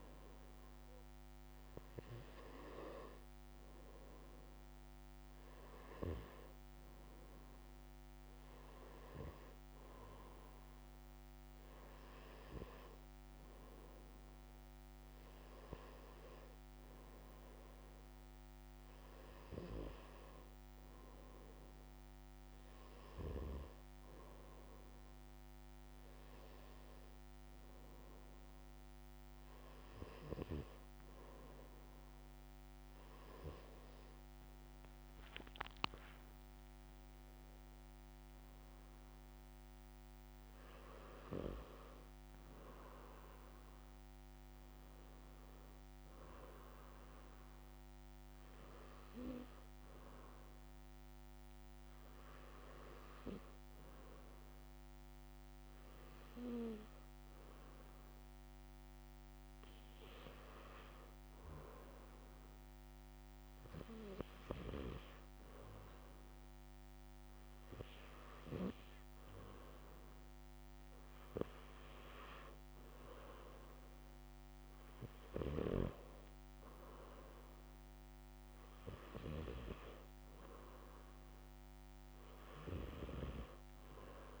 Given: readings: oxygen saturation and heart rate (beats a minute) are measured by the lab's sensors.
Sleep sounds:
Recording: breathing in sleep by a microphone on the trachea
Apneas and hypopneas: none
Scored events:
none scored
From the record:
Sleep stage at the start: N2 (light sleep)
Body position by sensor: on the back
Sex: male

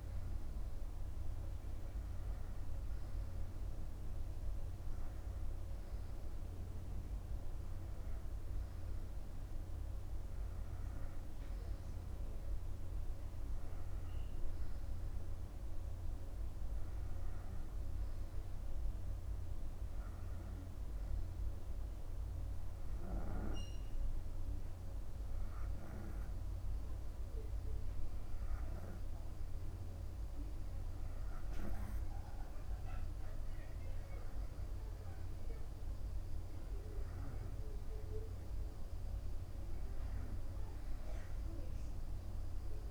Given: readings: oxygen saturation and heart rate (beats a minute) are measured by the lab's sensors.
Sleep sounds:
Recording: breathing in sleep, hard to hear, by a room microphone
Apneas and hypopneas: 1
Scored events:
21.50-34.00 s: hypopnea (oxygen 92% before, 90% lowest)
36.00-39.50 s: arousal
From the record:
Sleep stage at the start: N2 (light sleep)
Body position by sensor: upright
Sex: male

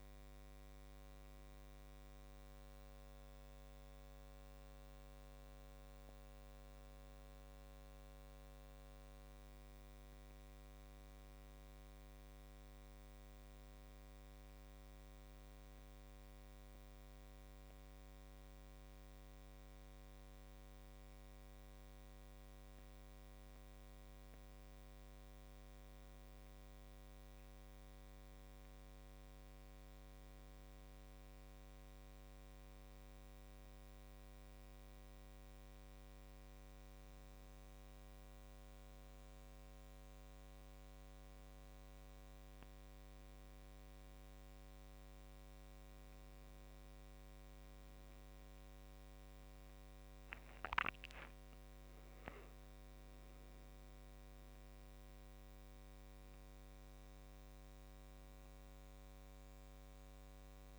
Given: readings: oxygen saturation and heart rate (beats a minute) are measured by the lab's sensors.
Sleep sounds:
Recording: a person awake in a sleep study, hard to hear, by a microphone on the trachea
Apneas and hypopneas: none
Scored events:
none scored
From the record:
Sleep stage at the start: awake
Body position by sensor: on the back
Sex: male

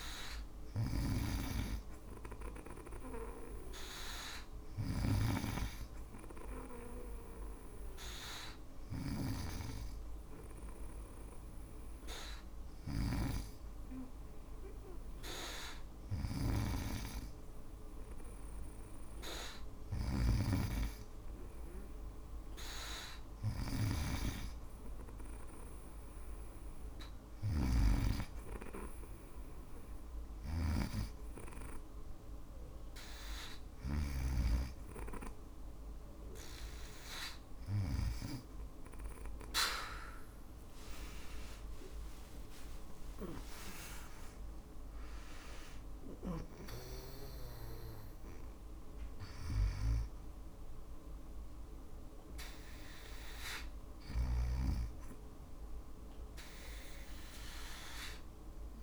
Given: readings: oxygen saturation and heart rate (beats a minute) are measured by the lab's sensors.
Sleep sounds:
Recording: breathing in sleep by a room microphone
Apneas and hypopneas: 1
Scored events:
0.00-33.50 s: snoring (device-marked)
1.00-3.50 s: arousal
5.50-18.50 s: obstructive apnea (oxygen 96% before, 95% lowest)
20.50-23.50 s: arousal
39.00-43.00 s: tachycardia (device-marked)
40.00-44.00 s: arousal
From the record:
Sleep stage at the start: N2 (light sleep)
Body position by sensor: on the back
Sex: female

